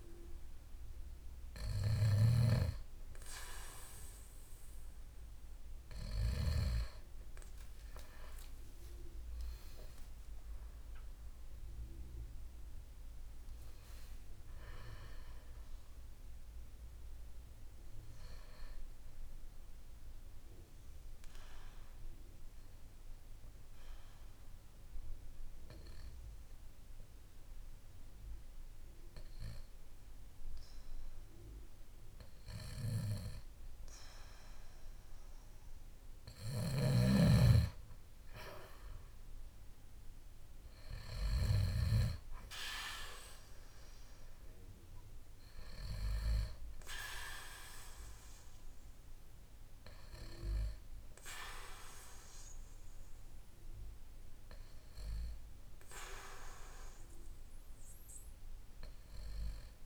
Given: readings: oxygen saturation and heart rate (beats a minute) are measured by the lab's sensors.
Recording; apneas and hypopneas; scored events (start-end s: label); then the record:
breathing in sleep by a room microphone; 1
7.00-11.00 s: arousal
22.00-36.50 s: hypopnea (oxygen 97% before, 94% lowest, heart rate 58 before, 49 extreme, up 7 after)
38.50-43.00 s: arousal
From the record:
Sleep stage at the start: N2 (light sleep); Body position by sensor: on the back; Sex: male